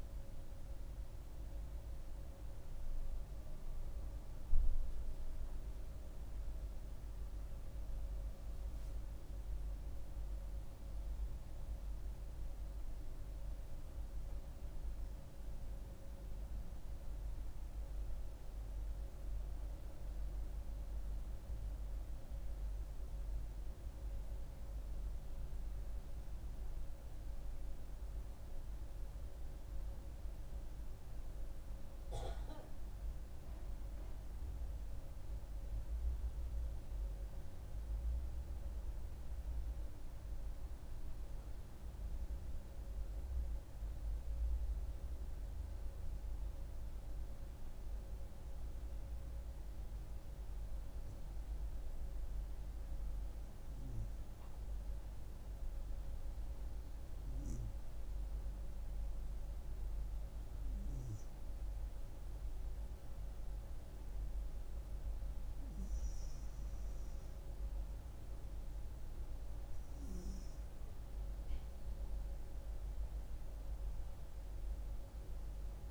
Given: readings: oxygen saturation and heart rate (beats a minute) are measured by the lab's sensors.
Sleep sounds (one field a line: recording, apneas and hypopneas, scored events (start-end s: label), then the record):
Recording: breathing in sleep, hard to hear, by a room microphone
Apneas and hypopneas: 2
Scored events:
14.00-18.50 s: arousal
25.50-35.50 s: mixed apnea (oxygen 96% before, 93% lowest, heart rate 72 before, 66 extreme, up 4 after)
38.50-41.50 s: arousal
50.50-61.50 s: hypopnea (oxygen 96% before, 93% lowest, heart rate 68 before, 66 extreme, up 1 after)
63.00-66.00 s: arousal
From the record:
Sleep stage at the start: N2 (light sleep)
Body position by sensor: on the right side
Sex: female